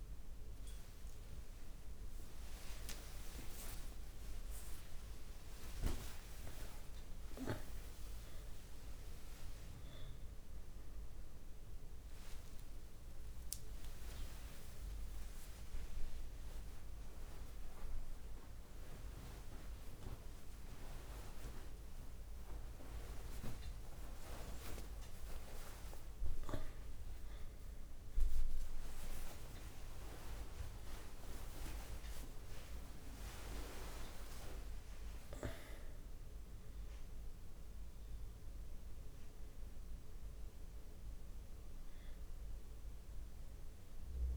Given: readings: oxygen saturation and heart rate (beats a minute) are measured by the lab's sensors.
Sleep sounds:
a person awake in a sleep study, by a room microphone; none
2.00-32.00 s: new sleep stage, awake
4.00-14.00 s: drop in pulse transit time (device-marked, heart rate 49 before, 80 extreme)
4.50-6.50 s: long interval between heartbeats (device-marked, heart rate 49 before, 80 extreme)
9.00-11.00 s: long interval between heartbeats (device-marked, heart rate 58 before, 98 extreme)
23.50-25.50 s: long interval between heartbeats (device-marked)
32.00-44.37 s: new sleep stage, N1 (lightest sleep)
35.00-37.00 s: long interval between heartbeats (device-marked)
From the record:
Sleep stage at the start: N2 (light sleep); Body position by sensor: on the back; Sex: male

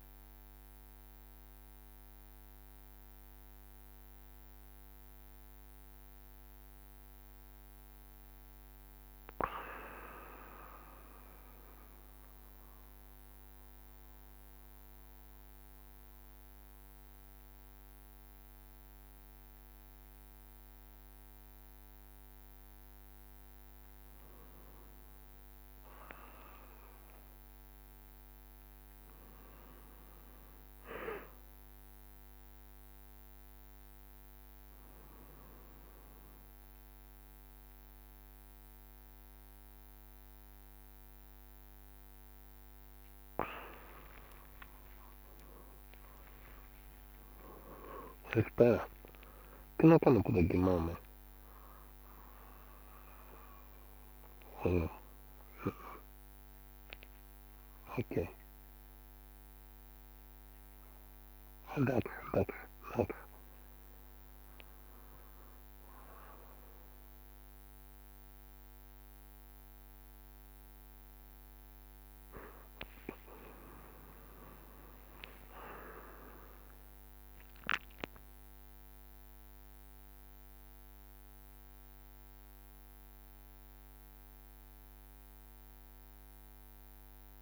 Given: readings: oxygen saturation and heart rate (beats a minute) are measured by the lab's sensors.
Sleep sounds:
a person awake in a sleep study, by a microphone on the trachea; none
7.50-9.50 s: long interval between heartbeats (device-marked, heart rate 80 before, 80 extreme)
35.50-51.50 s: drop in pulse transit time (device-marked, heart rate 72 before, 72 extreme)
43.50-49.50 s: tachycardia (device-marked, heart rate 80 before, 125 extreme)
44.50-49.50 s: arousal
46.00-48.00 s: long interval between heartbeats (device-marked, heart rate 75 before, 99 extreme)
56.50-58.50 s: long interval between heartbeats (device-marked, heart rate 90 before, 80 extreme)
78.00-80.00 s: long interval between heartbeats (device-marked, heart rate 75 before, 98 extreme)
From the record:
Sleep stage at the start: awake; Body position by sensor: on the right side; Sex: male

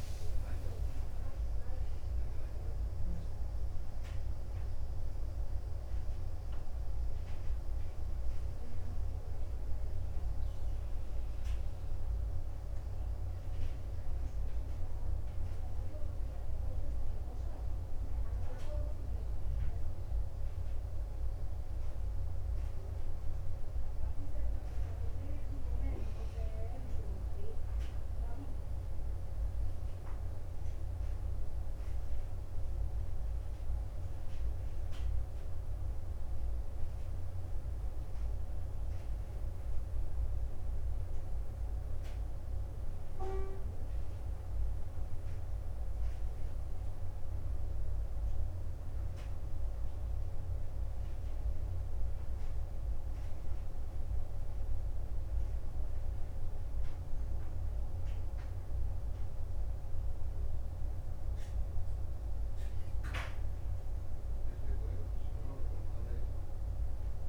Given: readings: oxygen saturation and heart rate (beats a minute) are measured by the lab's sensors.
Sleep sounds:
breathing in sleep, hard to hear, by a room microphone; 2
1.00-21.00 s: oxygen desaturation (device-marked, oxygen 95% before, 88% lowest, heart rate 55 before, 51 extreme)
11.50-21.50 s: obstructive apnea (oxygen 95% before, 89% lowest, heart rate 79 before, 51 extreme, up 1 after)
23.00-26.50 s: arousal
33.00-54.00 s: oxygen desaturation (device-marked, oxygen 94% before, 89% lowest, heart rate 56 before, 49 extreme)
43.50-56.00 s: hypopnea (oxygen 94% before, 89% lowest, heart rate 57 before, 49 extreme, up 13 after)
58.00-63.00 s: arousal
From the record:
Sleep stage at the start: N2 (light sleep); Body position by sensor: on the back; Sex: male

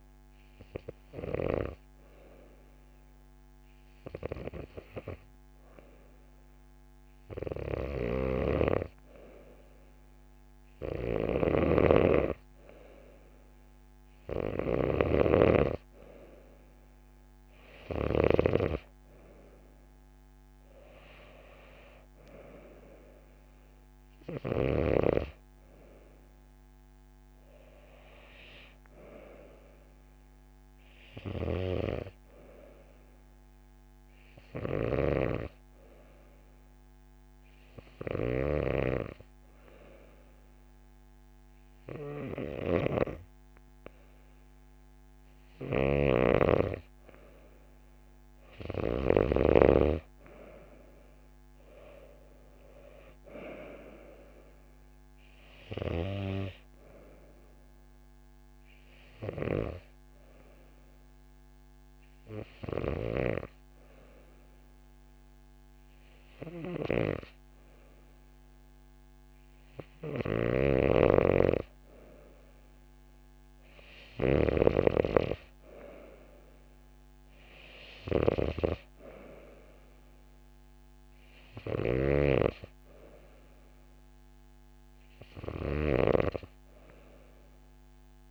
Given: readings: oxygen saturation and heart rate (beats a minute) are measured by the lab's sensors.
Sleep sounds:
breathing in sleep by a microphone on the trachea; 2
36.00-48.00 s: hypopnea (oxygen 95% before, 93% lowest)
52.50-57.00 s: arousal
61.00-71.50 s: hypopnea (oxygen 96% before, 93% lowest)
73.00-76.00 s: arousal
From the record:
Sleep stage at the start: N2 (light sleep); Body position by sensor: on the right side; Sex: female

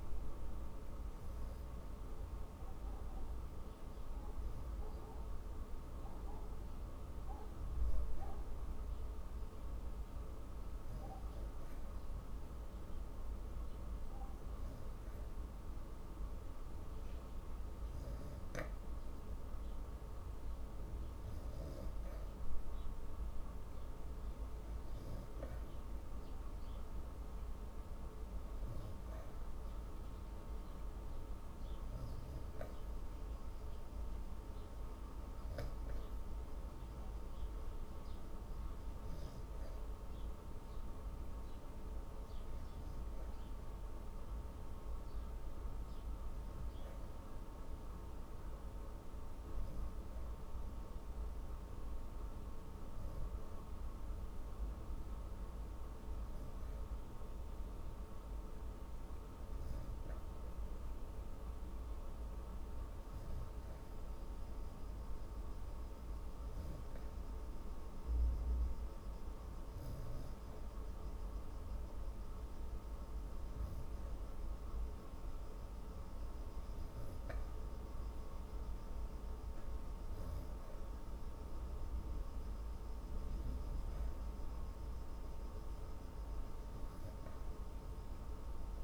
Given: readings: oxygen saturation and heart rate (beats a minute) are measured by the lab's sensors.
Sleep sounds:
breathing in sleep, hard to hear, by a room microphone; none
none scored
From the record:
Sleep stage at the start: N3 (deep sleep); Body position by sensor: on the back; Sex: female

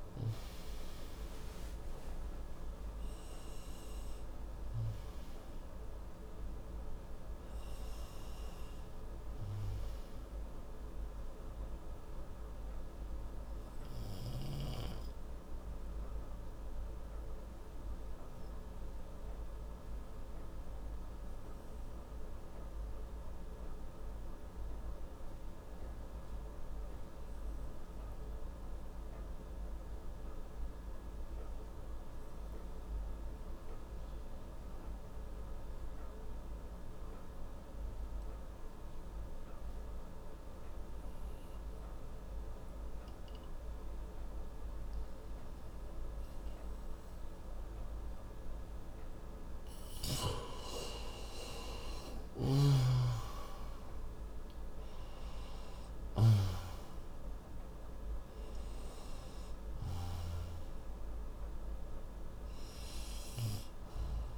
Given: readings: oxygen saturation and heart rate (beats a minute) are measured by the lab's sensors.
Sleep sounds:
breathing in sleep by a room microphone; 1
17.00-45.00 s: obstructive apnea (oxygen 94% before, 89% lowest, heart rate 74 before, 56 extreme, up 48 after)
42.00-64.38 s: oxygen desaturation (device-marked, oxygen 97% before, 89% lowest, heart rate 59 before, 56 extreme)
48.00-52.00 s: arousal
From the record:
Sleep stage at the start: N2 (light sleep); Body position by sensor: on the right side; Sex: male

